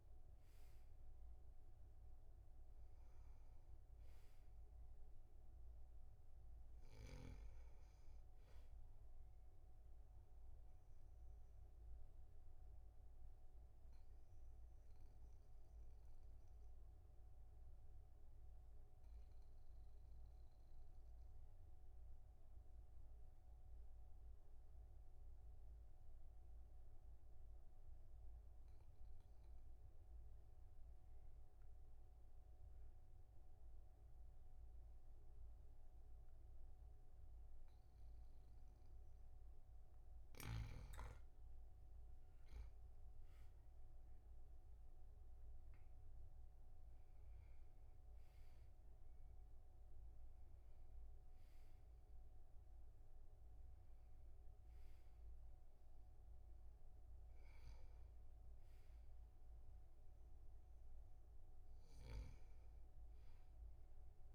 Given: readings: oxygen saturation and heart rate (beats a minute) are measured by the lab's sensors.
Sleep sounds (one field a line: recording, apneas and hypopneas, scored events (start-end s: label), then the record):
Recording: breathing in sleep, hard to hear, by a room microphone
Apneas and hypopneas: 1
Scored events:
11.00-26.00 s: oxygen desaturation (device-marked, oxygen 99% before, 96% lowest, heart rate 50 before, 40 extreme)
11.50-40.00 s: obstructive apnea (oxygen 99% before, 95% lowest, heart rate 50 before, 40 extreme, up 6 after)
42.50-47.00 s: arousal
From the record:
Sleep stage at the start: N2 (light sleep)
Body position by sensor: on the back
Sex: male